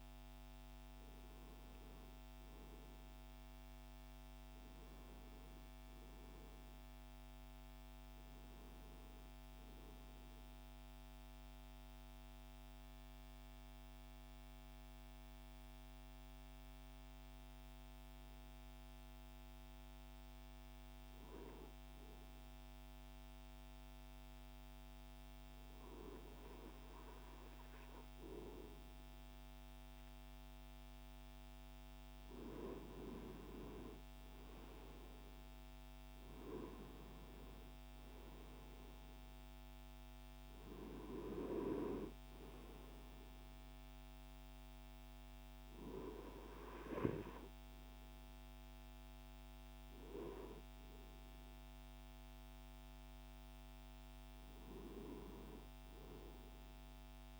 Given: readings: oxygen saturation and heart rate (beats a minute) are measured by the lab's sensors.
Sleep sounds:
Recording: breathing in sleep by a microphone on the trachea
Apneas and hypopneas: 1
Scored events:
10.50-31.00 s: obstructive apnea (oxygen 98% before, 93% lowest, heart rate 63 before, 57 extreme, up 9 after)
16.00-57.40 s: new sleep stage, N2 (light sleep)
26.00-52.00 s: oxygen desaturation (device-marked, oxygen 97% before, 93% lowest, heart rate 60 before, 59 extreme)
33.50-37.00 s: arousal
From the record:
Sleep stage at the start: N1 (lightest sleep)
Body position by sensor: on the right side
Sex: male

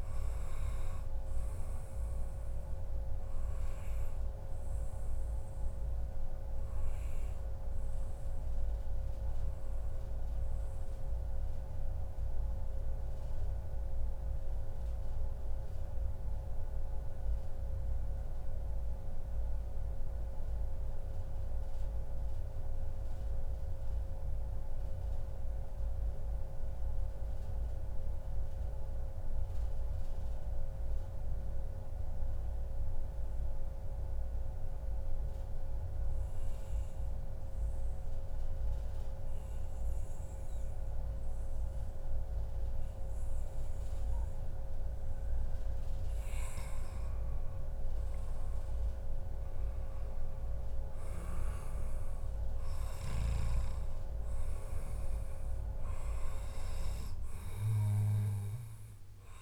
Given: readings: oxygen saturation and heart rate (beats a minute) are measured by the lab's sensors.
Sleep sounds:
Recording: breathing in sleep, hard to hear, by a room microphone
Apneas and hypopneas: 1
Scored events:
5.00-44.00 s: mixed apnea (oxygen 97% before, 92% lowest, heart rate 140 before, 97 extreme, up 32 after)
10.00-12.00 s: long interval between heartbeats (device-marked, heart rate 139 before, 124 extreme)
12.50-14.50 s: long interval between heartbeats (device-marked, heart rate 137 before, 115 extreme)
16.50-18.50 s: long interval between heartbeats (device-marked, heart rate 131 before, 100 extreme)
27.50-29.50 s: long interval between heartbeats (device-marked, heart rate 113 before, 116 extreme)
37.50-59.42 s: oxygen desaturation (device-marked, oxygen 98% before, 92% lowest, heart rate 108 before, 97 extreme)
39.00-41.00 s: long interval between heartbeats (device-marked, heart rate 108 before, 100 extreme)
42.50-44.50 s: long interval between heartbeats (device-marked, heart rate 108 before, 99 extreme)
46.50-50.00 s: arousal
From the record:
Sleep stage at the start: N2 (light sleep)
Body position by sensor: on the back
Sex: male

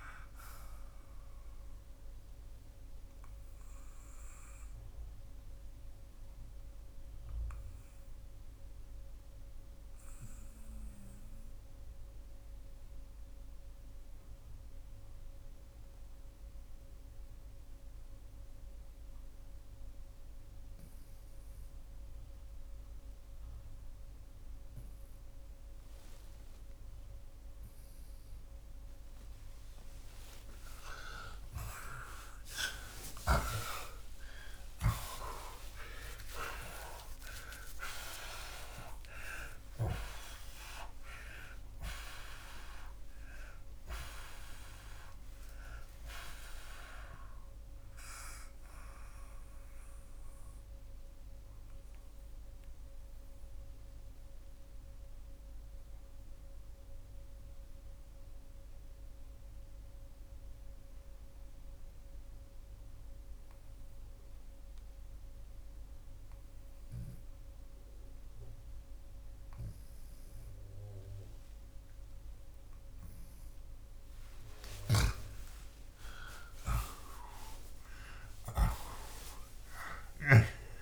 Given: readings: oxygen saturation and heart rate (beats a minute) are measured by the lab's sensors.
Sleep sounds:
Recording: breathing in sleep by a room microphone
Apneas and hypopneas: 2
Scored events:
3.00-27.50 s: obstructive apnea (oxygen 90% before, 79% lowest, heart rate 118 before, 60 extreme)
10.00-32.00 s: oxygen desaturation (device-marked, oxygen 89% before, 79% lowest, heart rate 89 before, 60 extreme)
31.00-37.00 s: arousal
46.00-73.00 s: obstructive apnea (oxygen 92% before, 79% lowest, heart rate 124 before, 64 extreme)
65.00-74.00 s: oxygen desaturation (device-marked, oxygen 89% before, 85% lowest, heart rate 86 before, 65 extreme)
74.00-80.82 s: snoring (device-marked)
76.00-80.82 s: arousal
From the record:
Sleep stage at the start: N2 (light sleep)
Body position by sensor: on the back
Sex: male

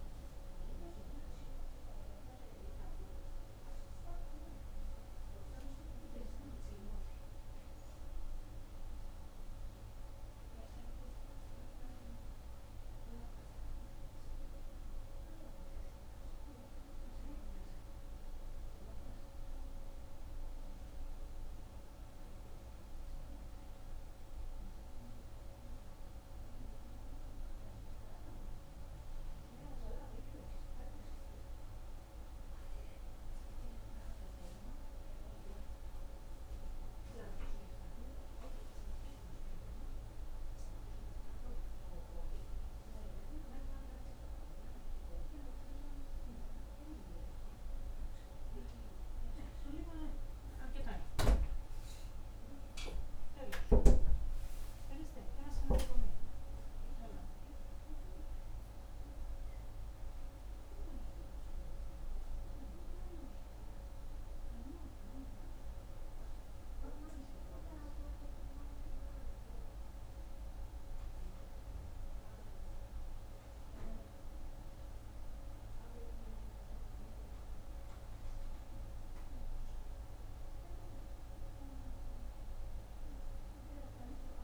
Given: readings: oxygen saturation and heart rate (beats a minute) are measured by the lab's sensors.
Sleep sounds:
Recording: breathing in sleep by a room microphone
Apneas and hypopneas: none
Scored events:
53.00-57.50 s: arousal
From the record:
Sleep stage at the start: N1 (lightest sleep)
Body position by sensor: on the right side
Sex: female

